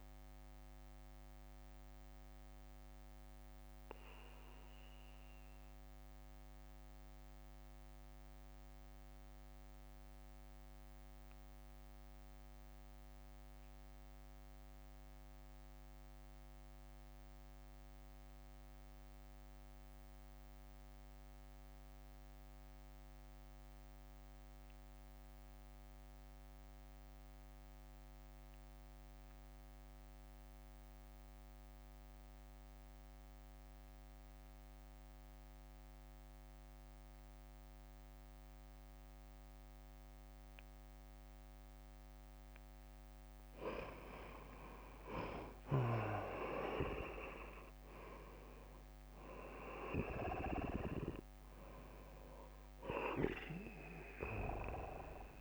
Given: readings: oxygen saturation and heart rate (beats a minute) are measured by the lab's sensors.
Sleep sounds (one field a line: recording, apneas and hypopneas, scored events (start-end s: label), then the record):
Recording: breathing in sleep by a microphone on the trachea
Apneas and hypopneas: 1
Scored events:
0.00-5.50 s: oxygen desaturation (device-marked, oxygen 86% lowest, heart rate 53 extreme)
0.00-8.50 s: drop in pulse transit time (device-marked, heart rate 53 extreme)
1.00-41.50 s: mixed apnea (oxygen 98% before, 84% lowest, heart rate 57 before, 54 extreme, up 9 after)
7.50-25.50 s: oxygen desaturation (device-marked, oxygen 93% before, 84% lowest, heart rate 57 before, 54 extreme)
38.50-55.41 s: oxygen desaturation (device-marked, oxygen 97% before, 86% lowest, heart rate 61 before, 54 extreme)
45.00-49.50 s: arousal
47.50-55.41 s: drop in pulse transit time (device-marked, heart rate 58 before, 54 extreme)
From the record:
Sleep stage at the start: REM sleep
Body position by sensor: on the right side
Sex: male